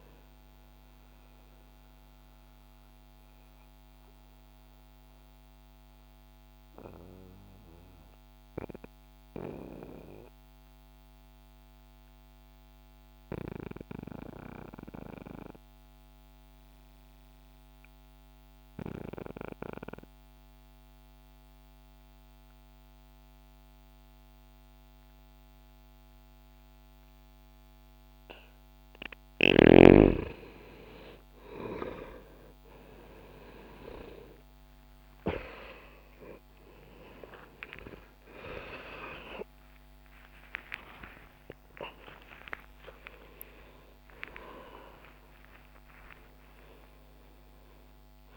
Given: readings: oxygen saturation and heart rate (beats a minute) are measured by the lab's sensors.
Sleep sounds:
a person partly awake in a sleep study, by a microphone on the trachea; 1
0.00-7.50 s: oxygen desaturation (device-marked, oxygen 87% lowest)
1.50-27.50 s: mixed apnea (oxygen 97% before, 88% lowest)
30.50-48.37 s: new sleep stage, awake
31.50-42.50 s: oxygen desaturation (device-marked, oxygen 98% before, 90% lowest)
From the record:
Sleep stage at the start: N2 (light sleep); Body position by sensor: on the back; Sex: male

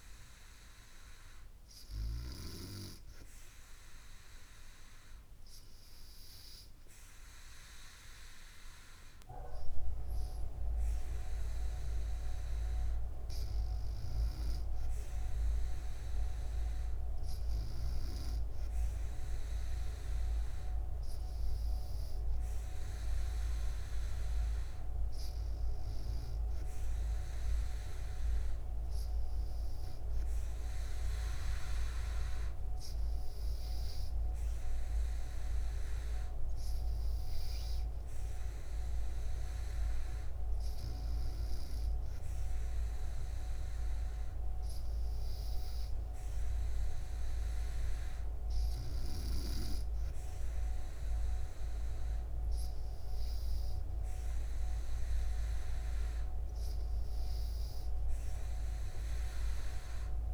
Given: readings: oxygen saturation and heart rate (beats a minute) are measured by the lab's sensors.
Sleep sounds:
breathing in sleep by a room microphone; none
none scored
From the record:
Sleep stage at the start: N2 (light sleep); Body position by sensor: on the back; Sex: female

